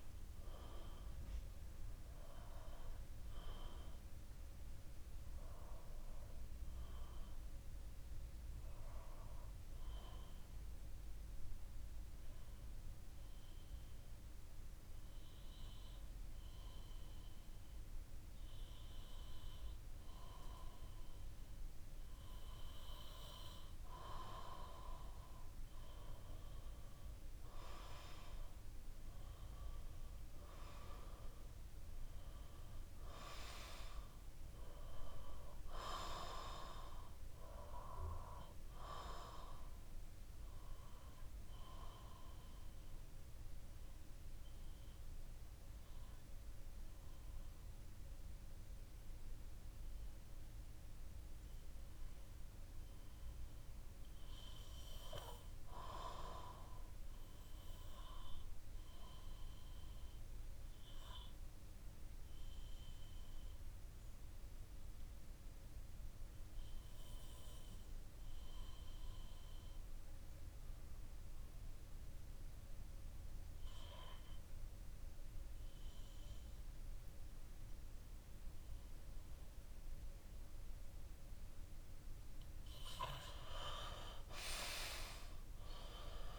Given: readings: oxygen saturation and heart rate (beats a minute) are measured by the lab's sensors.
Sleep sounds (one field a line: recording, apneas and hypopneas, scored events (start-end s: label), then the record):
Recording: breathing in sleep by a room microphone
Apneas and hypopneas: 2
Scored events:
7.00-26.50 s: obstructive apnea (oxygen 97% before, 92% lowest, heart rate 67 before, 61 extreme, up 5 after)
28.00-31.00 s: arousal
40.00-81.50 s: obstructive apnea (oxygen 97% before, 87% lowest, heart rate 65 before, 61 extreme, up 9 after)
65.50-86.39 s: new sleep stage, REM sleep
85.00-86.39 s: arousal
From the record:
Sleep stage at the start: N2 (light sleep)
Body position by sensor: on the back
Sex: male